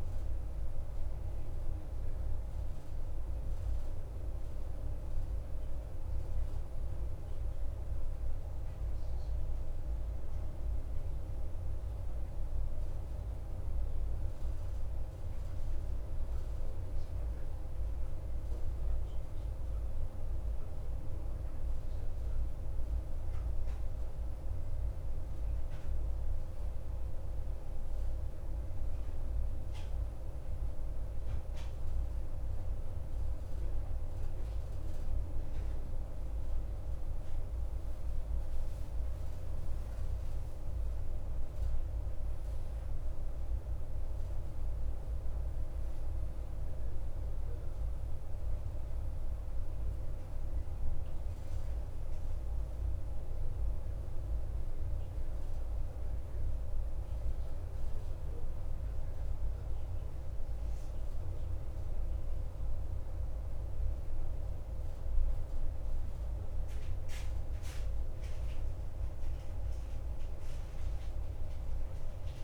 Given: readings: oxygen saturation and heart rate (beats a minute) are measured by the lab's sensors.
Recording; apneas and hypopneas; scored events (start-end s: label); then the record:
breathing in sleep, hard to hear, by a room microphone; 1
14.50-26.00 s: obstructive apnea (oxygen 93% before, 90% lowest, heart rate 54 before, 52 extreme, up 2 after)
37.00-42.00 s: arousal
51.50-72.44 s: oxygen desaturation (device-marked, oxygen 94% before, 90% lowest, heart rate 54 before, 46 extreme)
From the record:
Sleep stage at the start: N2 (light sleep); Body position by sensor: on the back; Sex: male